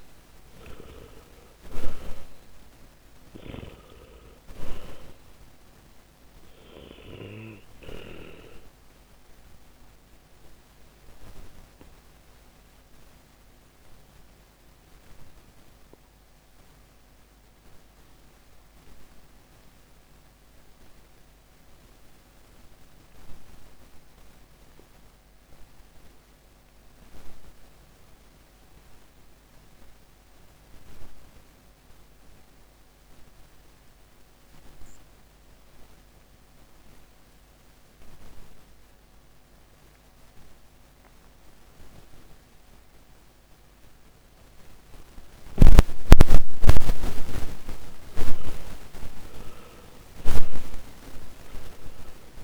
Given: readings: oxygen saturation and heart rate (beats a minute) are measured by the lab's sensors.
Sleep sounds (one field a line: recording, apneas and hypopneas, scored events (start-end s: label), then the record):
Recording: breathing in sleep by a microphone on the trachea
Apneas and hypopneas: 1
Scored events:
0.00-41.50 s: oxygen desaturation (device-marked, oxygen 79% lowest, heart rate 51 extreme)
7.50-47.00 s: obstructive apnea (oxygen 97% before, 79% lowest, heart rate 65 before, 49 extreme, up 17 after)
48.50-52.44 s: arousal
From the record:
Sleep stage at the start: N2 (light sleep)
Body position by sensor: on the back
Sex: male